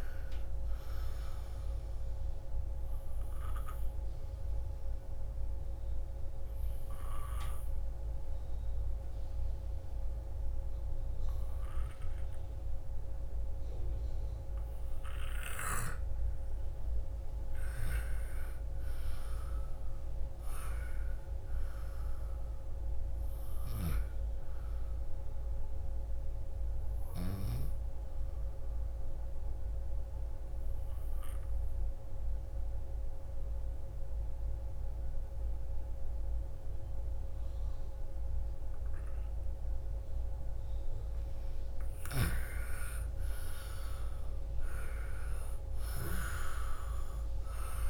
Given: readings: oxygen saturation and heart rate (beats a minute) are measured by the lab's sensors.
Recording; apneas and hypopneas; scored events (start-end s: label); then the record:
breathing in sleep by a room microphone; 2
3.00-15.50 s: obstructive apnea (oxygen 96% before, 89% lowest, heart rate 57 before, 40 extreme, up 18 after)
10.00-21.00 s: oxygen desaturation (device-marked, oxygen 97% before, 92% lowest, heart rate 56 before, 40 extreme)
17.00-21.00 s: arousal
23.00-43.00 s: oxygen desaturation (device-marked, oxygen 98% before, 90% lowest, heart rate 52 before, 38 extreme)
27.50-41.50 s: obstructive apnea (oxygen 98% before, 89% lowest, heart rate 50 before, 39 extreme)
43.00-47.50 s: arousal
From the record:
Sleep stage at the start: N2 (light sleep); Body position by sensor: on the left side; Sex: female